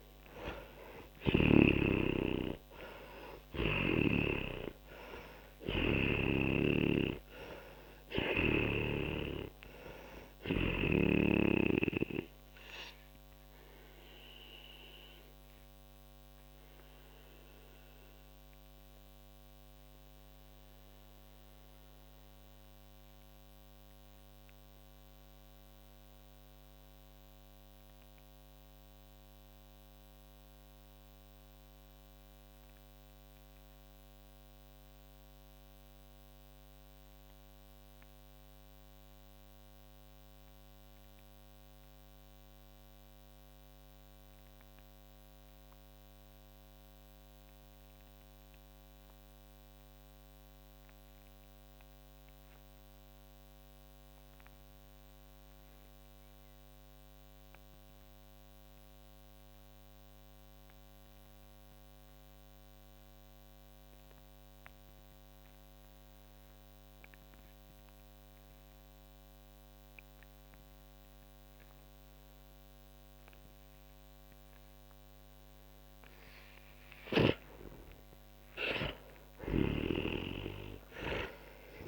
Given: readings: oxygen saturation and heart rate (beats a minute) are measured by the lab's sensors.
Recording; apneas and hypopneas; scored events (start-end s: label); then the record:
breathing in sleep by a microphone on the trachea; 1
0.00-40.50 s: oxygen desaturation (device-marked, oxygen 80% lowest, heart rate 40 extreme)
13.50-76.00 s: mixed apnea (oxygen 97% before, 80% lowest, heart rate 66 before, 42 extreme, up 12 after)
71.50-81.88 s: oxygen desaturation (device-marked, oxygen 98% before, 81% lowest, heart rate 54 before, 39 extreme)
77.00-81.50 s: arousal
From the record:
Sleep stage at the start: N2 (light sleep); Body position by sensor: on the back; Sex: male